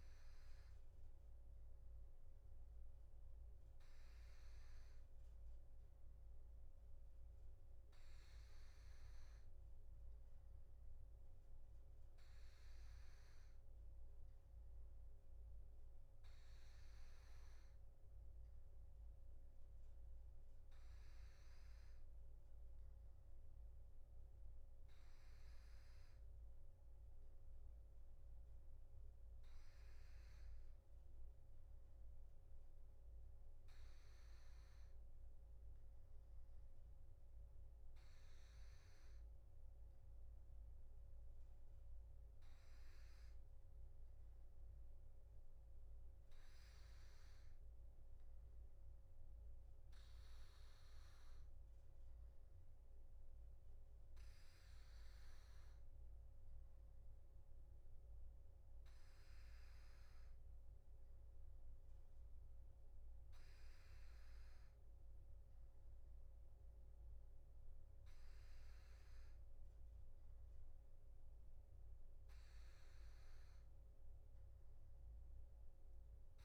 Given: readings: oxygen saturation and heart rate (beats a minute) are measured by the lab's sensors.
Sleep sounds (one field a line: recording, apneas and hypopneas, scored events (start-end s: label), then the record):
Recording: breathing in sleep, hard to hear, by a room microphone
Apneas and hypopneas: none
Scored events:
none scored
From the record:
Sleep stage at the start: N3 (deep sleep)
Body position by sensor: on the back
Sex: male